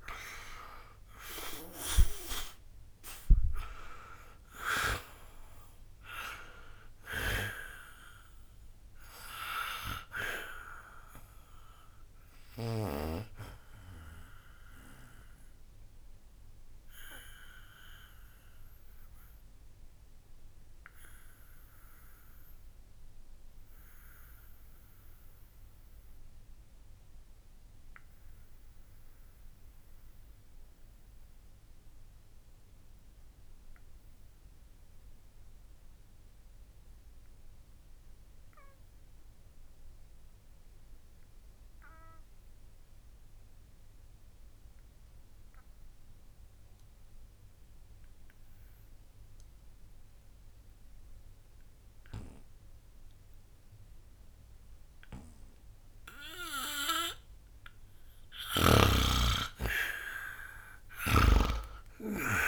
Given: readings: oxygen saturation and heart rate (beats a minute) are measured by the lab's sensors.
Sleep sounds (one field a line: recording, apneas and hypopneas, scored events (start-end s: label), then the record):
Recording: breathing in sleep by a room microphone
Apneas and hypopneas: 1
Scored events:
0.00-35.50 s: oxygen desaturation (device-marked, oxygen 78% lowest, heart rate 60 extreme)
16.50-57.50 s: obstructive apnea (oxygen 96% before, 78% lowest, heart rate 61 before, 52 extreme, up 38 after)
51.50-62.48 s: oxygen desaturation (device-marked, oxygen 99% before, 79% lowest, heart rate 62 before, 52 extreme)
From the record:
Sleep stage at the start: N2 (light sleep)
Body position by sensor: on the back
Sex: male